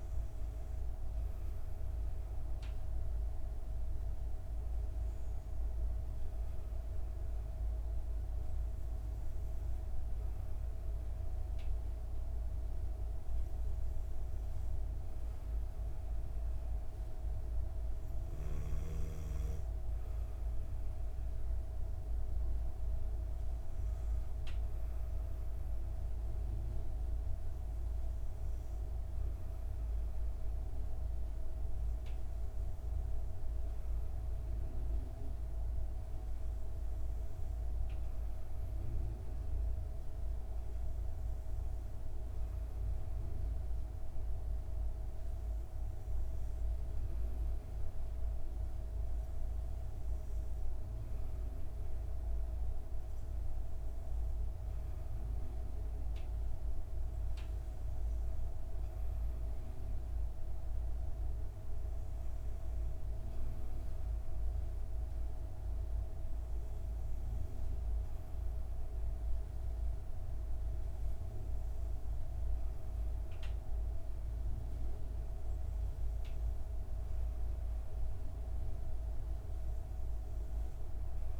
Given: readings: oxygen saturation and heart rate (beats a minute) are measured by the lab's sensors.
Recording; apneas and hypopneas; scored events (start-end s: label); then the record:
breathing in sleep, hard to hear, by a room microphone; none
none scored
From the record:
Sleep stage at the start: N2 (light sleep); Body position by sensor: on the back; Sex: female